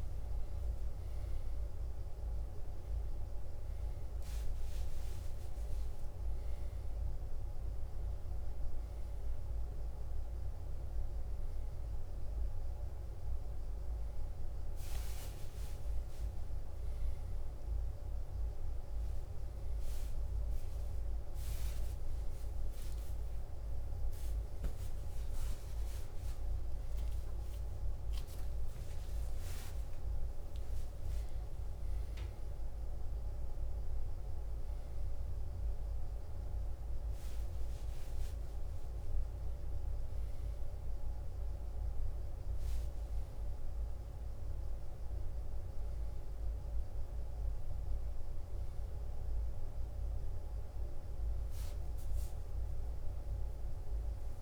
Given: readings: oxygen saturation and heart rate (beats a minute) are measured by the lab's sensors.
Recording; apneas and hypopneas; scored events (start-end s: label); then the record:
a person awake in a sleep study, hard to hear, by a room microphone; none
0.00-14.50 s: oxygen desaturation (device-marked, oxygen 87% lowest, heart rate 66 extreme)
23.00-25.00 s: long interval between heartbeats (device-marked, heart rate 74 before, 78 extreme)
53.50-54.42 s: new sleep stage, N1 (lightest sleep)
From the record:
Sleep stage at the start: awake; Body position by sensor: on the back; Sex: male